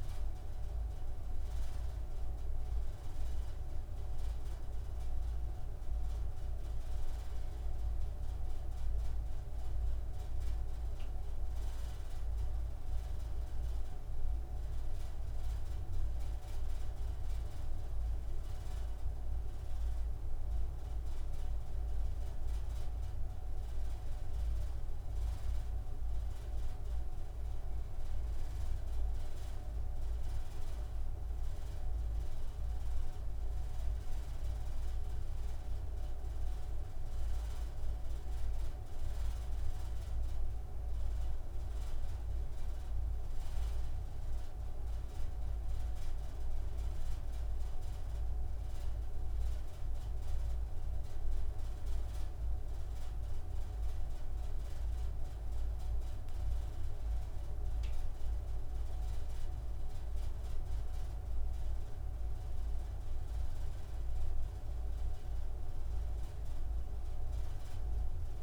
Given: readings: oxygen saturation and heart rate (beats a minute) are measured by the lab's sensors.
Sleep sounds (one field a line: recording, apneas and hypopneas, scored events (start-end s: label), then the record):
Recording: breathing in sleep, hard to hear, by a room microphone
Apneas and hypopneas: none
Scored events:
none scored
From the record:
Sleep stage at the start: N2 (light sleep)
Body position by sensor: on the right side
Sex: male